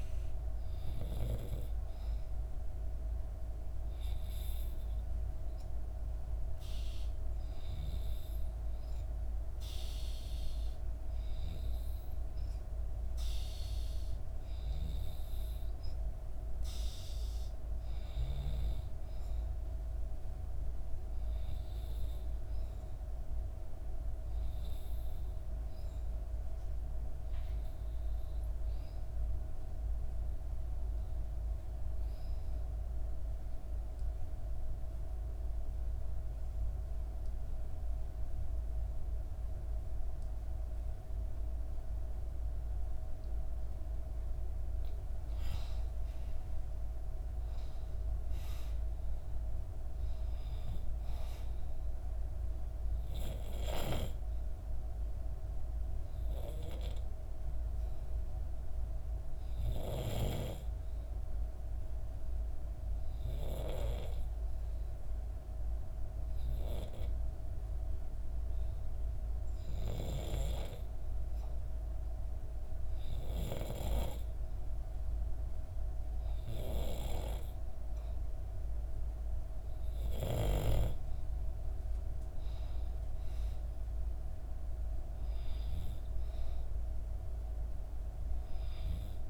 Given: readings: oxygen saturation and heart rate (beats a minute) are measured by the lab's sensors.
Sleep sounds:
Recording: breathing in sleep by a room microphone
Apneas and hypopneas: 2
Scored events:
28.00-43.50 s: obstructive apnea (oxygen 96% before, 90% lowest, heart rate 64 before, 63 extreme, up 6 after)
44.50-68.50 s: oxygen desaturation (device-marked, oxygen 95% before, 90% lowest, heart rate 64 before, 63 extreme)
45.00-49.00 s: arousal
55.00-78.00 s: hypopnea (oxygen 95% before, 90% lowest, heart rate 65 before, 63 extreme, up 2 after)
80.50-84.50 s: arousal
From the record:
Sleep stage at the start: N2 (light sleep)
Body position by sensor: on the back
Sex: female

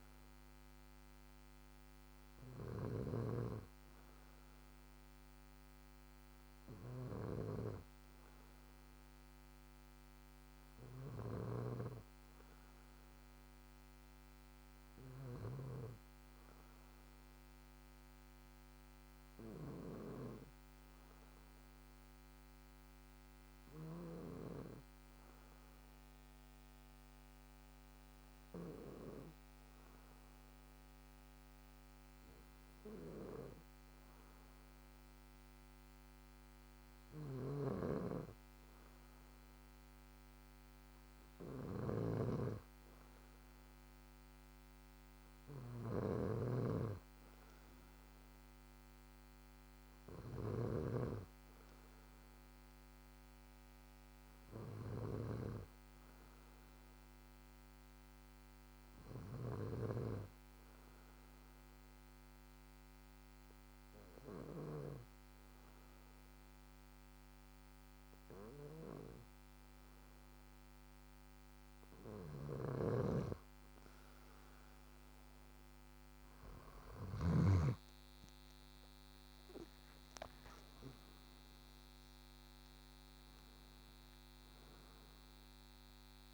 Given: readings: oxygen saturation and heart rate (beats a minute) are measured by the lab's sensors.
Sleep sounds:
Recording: breathing in sleep by a microphone on the trachea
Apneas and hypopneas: 2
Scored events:
0.00-24.00 s: snoring (device-marked)
12.50-16.00 s: arousal
21.50-35.00 s: hypopnea (oxygen 95% before, 92% lowest, heart rate 57 before, 55 extreme, up 2 after)
37.00-65.00 s: snoring (device-marked)
37.50-41.00 s: arousal
62.50-72.50 s: hypopnea (oxygen 95% before, 92% lowest, heart rate 57 before, 56 extreme, up 8 after)
72.00-77.50 s: snoring (device-marked)
76.50-81.00 s: arousal
From the record:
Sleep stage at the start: N2 (light sleep)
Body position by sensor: on the back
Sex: male

